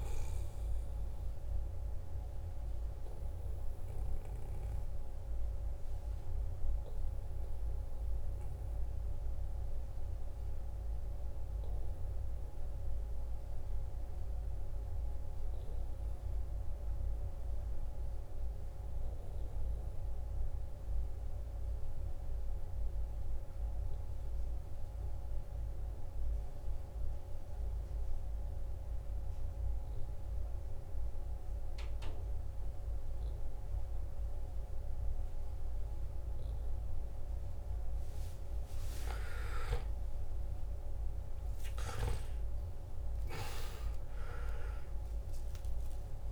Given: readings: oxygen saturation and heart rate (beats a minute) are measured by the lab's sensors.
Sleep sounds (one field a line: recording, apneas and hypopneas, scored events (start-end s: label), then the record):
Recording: breathing in sleep, hard to hear, by a room microphone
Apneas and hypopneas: 1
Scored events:
0.00-10.00 s: oxygen desaturation (device-marked, oxygen 88% lowest, heart rate 53 extreme)
2.00-38.50 s: hypopnea (oxygen 96% before, 87% lowest, heart rate 61 before, 53 extreme, up 16 after)
28.00-46.32 s: oxygen desaturation (device-marked, oxygen 97% before, 89% lowest, heart rate 55 before, 53 extreme)
39.00-43.50 s: arousal
From the record:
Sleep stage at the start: N2 (light sleep)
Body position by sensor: on the back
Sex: male